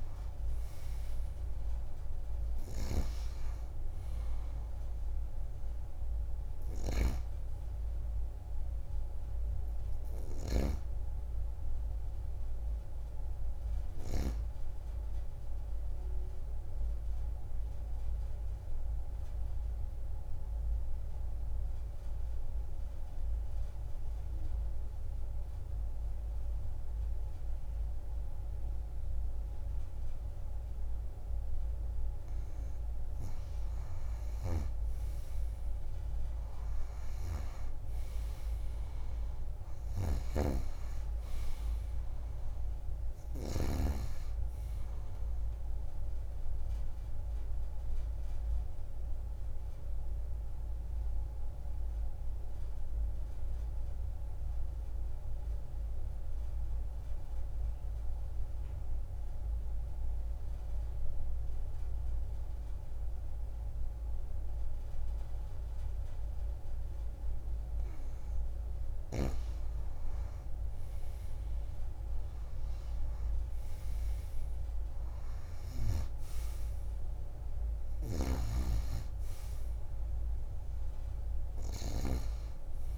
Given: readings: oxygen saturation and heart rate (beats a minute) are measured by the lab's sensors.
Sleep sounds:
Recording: breathing in sleep by a room microphone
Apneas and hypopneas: 2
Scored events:
0.00-12.50 s: oxygen desaturation (device-marked, oxygen 87% lowest)
16.50-31.50 s: obstructive apnea (oxygen 97% before, 87% lowest)
35.00-39.00 s: arousal
40.00-44.00 s: snoring (device-marked)
41.50-61.50 s: oxygen desaturation (device-marked, oxygen 98% before, 90% lowest)
48.00-68.50 s: obstructive apnea (oxygen 98% before, 89% lowest)
67.50-82.98 s: oxygen desaturation (device-marked, oxygen 98% before, 89% lowest)
71.00-74.50 s: arousal
From the record:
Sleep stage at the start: N2 (light sleep)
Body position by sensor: on the back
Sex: female

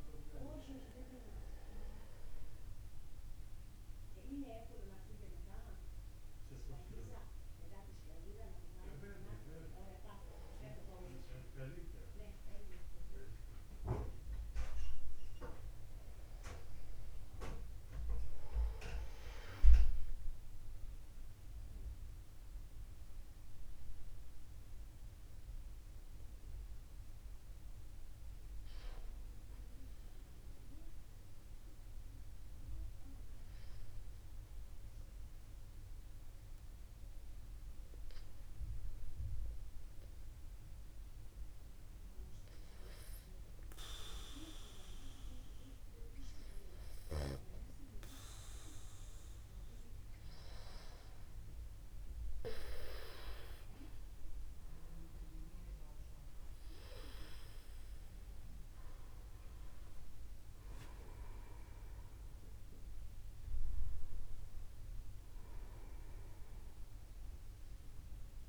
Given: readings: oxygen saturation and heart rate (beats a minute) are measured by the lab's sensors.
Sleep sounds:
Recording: breathing in sleep by a room microphone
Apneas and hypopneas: 1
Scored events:
19.50-68.49 s: new sleep stage, N2 (light sleep)
33.00-48.00 s: hypopnea (oxygen 97% before, 95% lowest, heart rate 50 before, 51 extreme, up 1 after)
49.50-54.00 s: arousal
From the record:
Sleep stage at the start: N1 (lightest sleep)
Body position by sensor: upright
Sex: male

